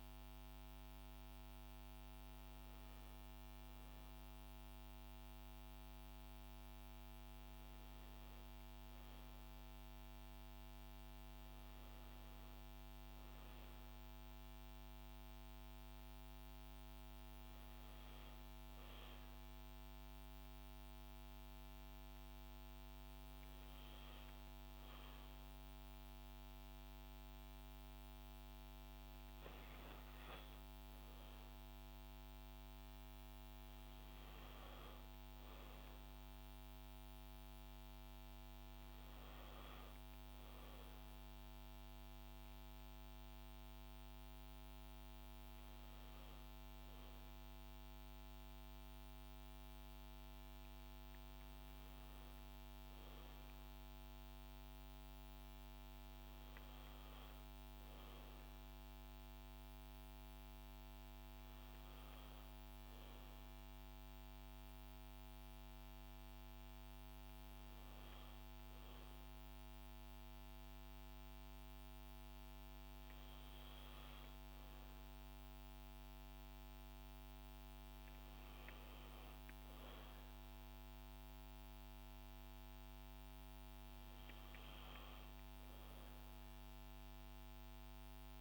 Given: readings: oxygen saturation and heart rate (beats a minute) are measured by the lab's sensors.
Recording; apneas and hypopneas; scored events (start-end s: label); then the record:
breathing in sleep, hard to hear, by a microphone on the trachea; none
59.00-88.41 s: new sleep stage, N2 (light sleep)
From the record:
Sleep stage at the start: N1 (lightest sleep); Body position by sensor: on the back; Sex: female